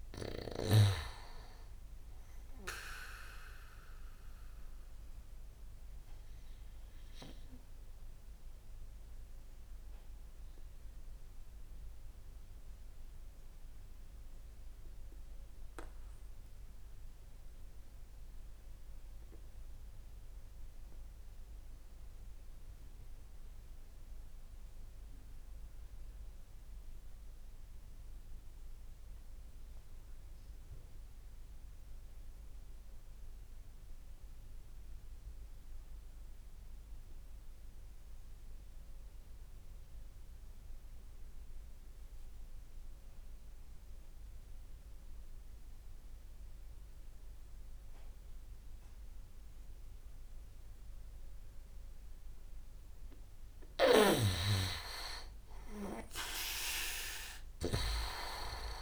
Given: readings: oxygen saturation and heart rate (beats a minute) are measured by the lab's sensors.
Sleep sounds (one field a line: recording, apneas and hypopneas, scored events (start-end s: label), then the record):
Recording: breathing in sleep by a room microphone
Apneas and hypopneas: 1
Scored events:
0.00-14.50 s: oxygen desaturation (device-marked, oxygen 92% lowest, heart rate 57 extreme)
4.50-51.50 s: obstructive apnea (oxygen 97% before, 89% lowest, heart rate 68 before, 54 extreme, up 19 after)
14.50-58.82 s: new sleep stage, N2 (light sleep)
53.50-57.50 s: snoring (device-marked)
55.00-58.82 s: arousal
57.50-58.82 s: oxygen desaturation (device-marked, oxygen 97% before, 93% lowest, heart rate 60 before, 53 extreme)
From the record:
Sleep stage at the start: REM sleep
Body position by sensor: on the back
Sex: male